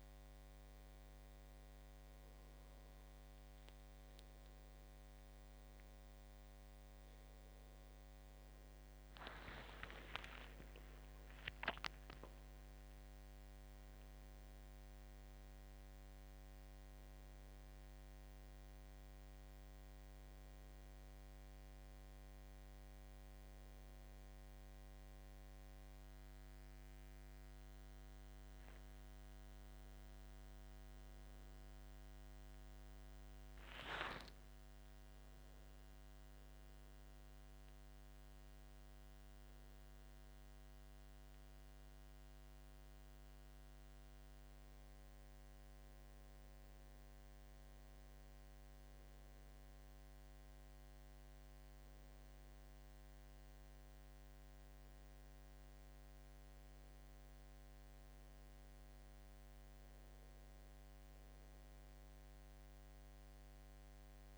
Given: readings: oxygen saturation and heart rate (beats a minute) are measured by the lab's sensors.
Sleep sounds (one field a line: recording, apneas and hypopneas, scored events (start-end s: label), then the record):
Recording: breathing in sleep, hard to hear, by a microphone on the trachea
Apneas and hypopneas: none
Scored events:
10.00-12.50 s: arousal
From the record:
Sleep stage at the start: N2 (light sleep)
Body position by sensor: on the back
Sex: male